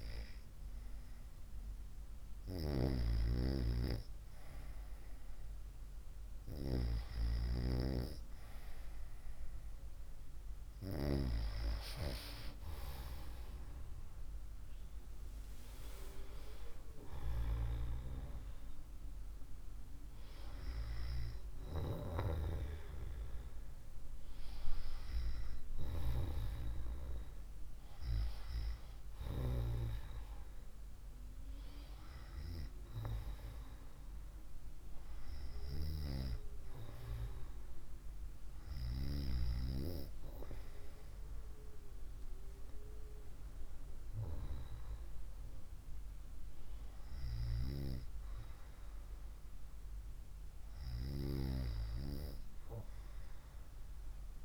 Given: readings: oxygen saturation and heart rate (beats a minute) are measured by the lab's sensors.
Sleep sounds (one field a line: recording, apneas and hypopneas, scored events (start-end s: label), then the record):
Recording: breathing in sleep by a room microphone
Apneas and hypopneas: none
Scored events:
5.50-54.45 s: new sleep stage, N2 (light sleep)
13.00-17.00 s: arousal
From the record:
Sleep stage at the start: REM sleep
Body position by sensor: on the right side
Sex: female